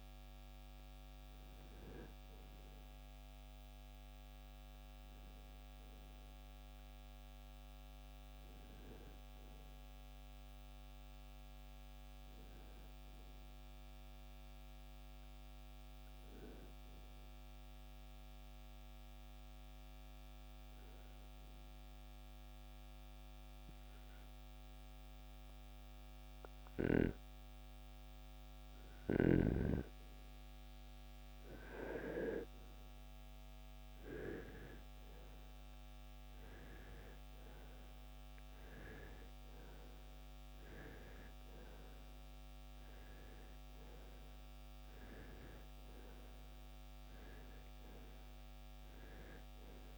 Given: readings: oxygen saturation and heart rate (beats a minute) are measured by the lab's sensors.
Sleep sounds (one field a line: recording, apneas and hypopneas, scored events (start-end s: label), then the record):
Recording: breathing in sleep by a microphone on the trachea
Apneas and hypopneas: 1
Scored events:
0.00-8.00 s: oxygen desaturation (device-marked, oxygen 84% lowest, heart rate 57 extreme)
17.50-30.00 s: obstructive apnea (oxygen 98% before, 86% lowest, heart rate 74 before, 57 extreme, up 10 after)
26.00-49.98 s: oxygen desaturation (device-marked, oxygen 98% before, 86% lowest, heart rate 71 before, 48 extreme)
33.00-37.50 s: arousal
45.00-49.98 s: new sleep stage, N2 (light sleep)
From the record:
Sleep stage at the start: N1 (lightest sleep)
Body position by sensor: on the right side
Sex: male